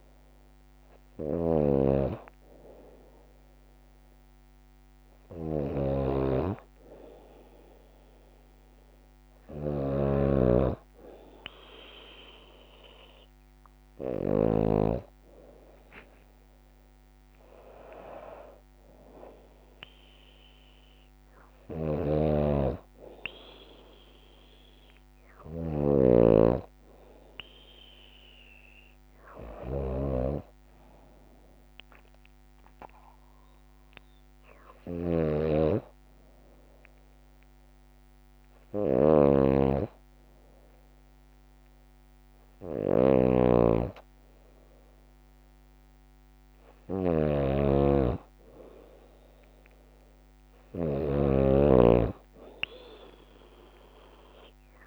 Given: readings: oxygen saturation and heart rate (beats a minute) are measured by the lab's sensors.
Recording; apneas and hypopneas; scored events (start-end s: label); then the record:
breathing in sleep by a microphone on the trachea; 1
0.00-14.00 s: snoring (device-marked)
21.00-54.87 s: snoring (device-marked)
33.00-46.00 s: hypopnea (oxygen 96% before, 93% lowest, heart rate 57 before, 55 extreme, up 1 after)
48.50-52.50 s: arousal
From the record:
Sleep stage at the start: N2 (light sleep); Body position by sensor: on the left side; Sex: female